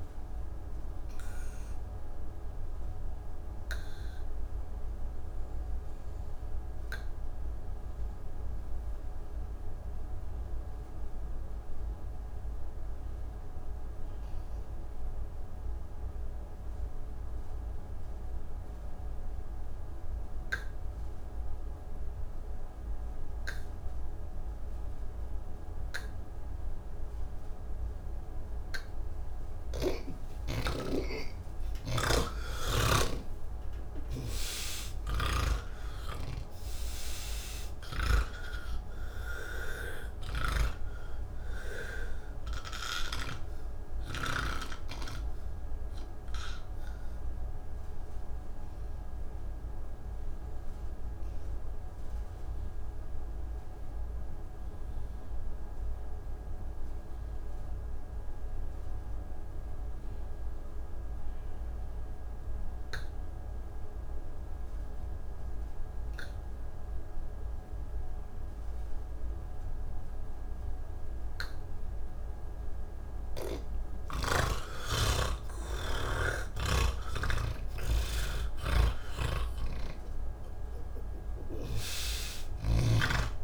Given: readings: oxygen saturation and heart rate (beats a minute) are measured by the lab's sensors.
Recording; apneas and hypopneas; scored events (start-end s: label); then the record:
breathing in sleep by a room microphone; 2
0.00-1.00 s: oxygen desaturation (device-marked, oxygen 85% lowest, heart rate 118 extreme)
1.00-29.50 s: obstructive apnea (oxygen 98% before, 78% lowest, heart rate 146 before, 97 extreme, up 25 after)
3.00-18.00 s: oxygen desaturation (device-marked, oxygen 91% before, 82% lowest, heart rate 149 before, 97 extreme)
20.00-38.00 s: oxygen desaturation (device-marked, oxygen 98% before, 87% lowest, heart rate 166 before, 97 extreme)
32.00-44.50 s: snoring (device-marked)
40.00-61.00 s: oxygen desaturation (device-marked, oxygen 90% before, 78% lowest, heart rate 125 before, 118 extreme)
43.00-72.50 s: obstructive apnea (oxygen 98% before, 75% lowest, heart rate 126 before, 118 extreme, up 29 after)
66.00-80.00 s: oxygen desaturation (device-marked, oxygen 98% before, 89% lowest, heart rate 136 before, 121 extreme)
78.00-83.44 s: snoring (device-marked)
From the record:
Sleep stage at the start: N1 (lightest sleep); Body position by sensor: on the back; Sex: male